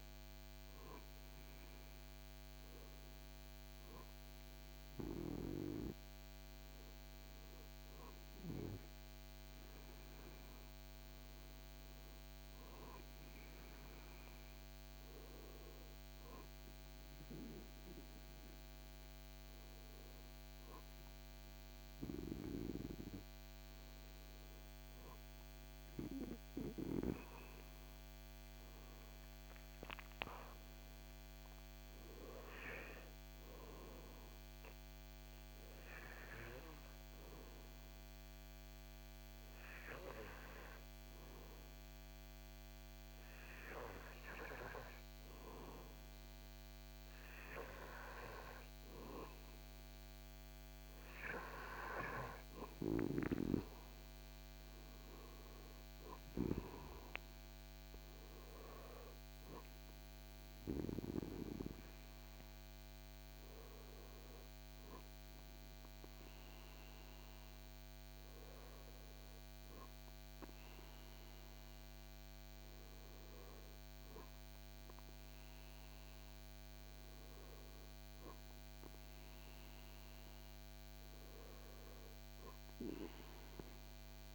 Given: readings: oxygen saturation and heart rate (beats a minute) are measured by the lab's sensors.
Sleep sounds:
breathing in sleep by a microphone on the trachea; none
none scored
From the record:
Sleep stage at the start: N2 (light sleep); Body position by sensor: on the back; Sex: male

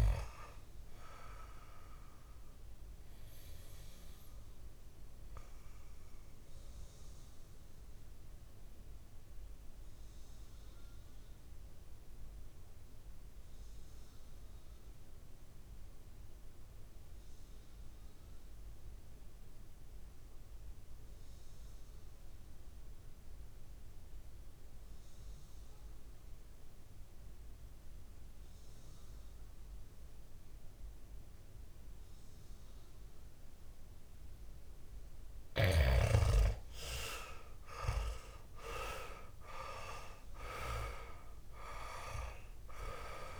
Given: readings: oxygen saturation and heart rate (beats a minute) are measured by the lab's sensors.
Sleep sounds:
breathing in sleep by a room microphone; 1
0.00-12.00 s: oxygen desaturation (device-marked, oxygen 91% lowest, heart rate 55 extreme)
6.00-34.50 s: mixed apnea (oxygen 100% before, 89% lowest, heart rate 60 before, 53 extreme, up 7 after)
27.00-43.40 s: oxygen desaturation (device-marked, oxygen 99% before, 89% lowest, heart rate 56 before, 53 extreme)
36.50-40.00 s: arousal
From the record:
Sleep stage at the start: N2 (light sleep); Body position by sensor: on the back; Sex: male

